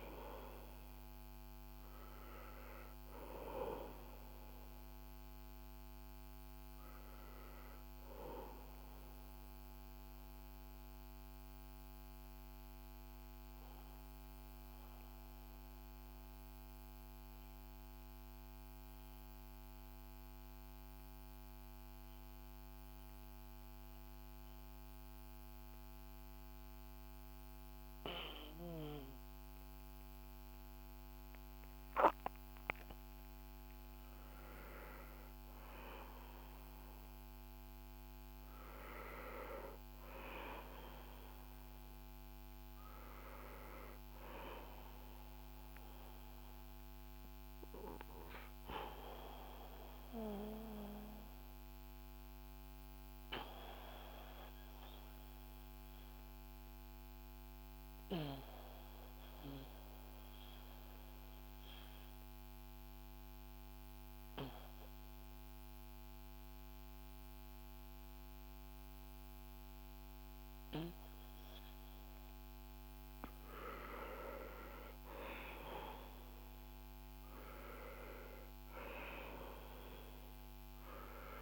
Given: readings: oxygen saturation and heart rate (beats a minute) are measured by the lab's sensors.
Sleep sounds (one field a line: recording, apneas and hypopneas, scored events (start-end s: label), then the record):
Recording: breathing in sleep by a microphone on the trachea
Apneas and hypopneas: 2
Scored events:
9.00-33.50 s: mixed apnea (oxygen 96% before, 90% lowest, heart rate 57 before, 46 extreme, up 9 after)
15.00-26.00 s: oxygen desaturation (device-marked, oxygen 93% before, 90% lowest, heart rate 56 before, 47 extreme)
35.50-40.00 s: arousal
46.00-72.00 s: obstructive apnea (oxygen 97% before, 90% lowest, heart rate 55 before, 49 extreme, up 4 after)
73.50-79.50 s: arousal
77.00-81.42 s: oxygen desaturation (device-marked, oxygen 96% before, 90% lowest, heart rate 54 before, 48 extreme)
From the record:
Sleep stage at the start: N2 (light sleep)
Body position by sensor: on the back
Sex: male